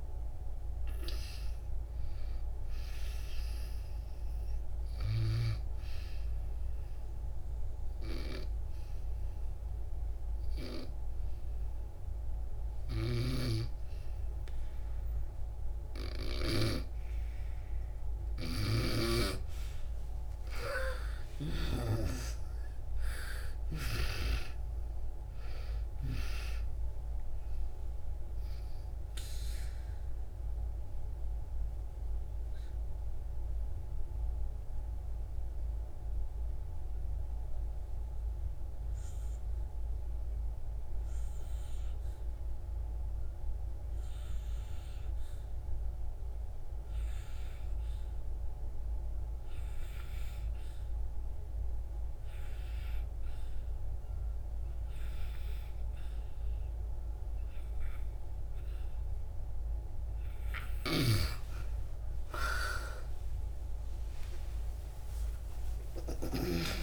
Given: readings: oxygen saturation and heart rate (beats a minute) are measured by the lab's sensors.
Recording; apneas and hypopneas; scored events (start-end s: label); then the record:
breathing in sleep by a room microphone; 2
0.00-1.50 s: arousal
7.50-19.50 s: obstructive apnea (oxygen 97% before, 69% lowest)
11.50-46.50 s: oxygen desaturation (device-marked, oxygen 94% before, 76% lowest, heart rate 38 before, 57 extreme)
21.00-25.00 s: arousal
29.50-60.00 s: obstructive apnea (oxygen 97% before, 69% lowest, heart rate 108 before, 57 extreme, up 42 after)
48.50-66.83 s: oxygen desaturation (device-marked, oxygen 97% before, 69% lowest, heart rate 68 before, 50 extreme)
61.50-66.83 s: arousal
From the record:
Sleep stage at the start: N2 (light sleep); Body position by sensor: on the back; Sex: female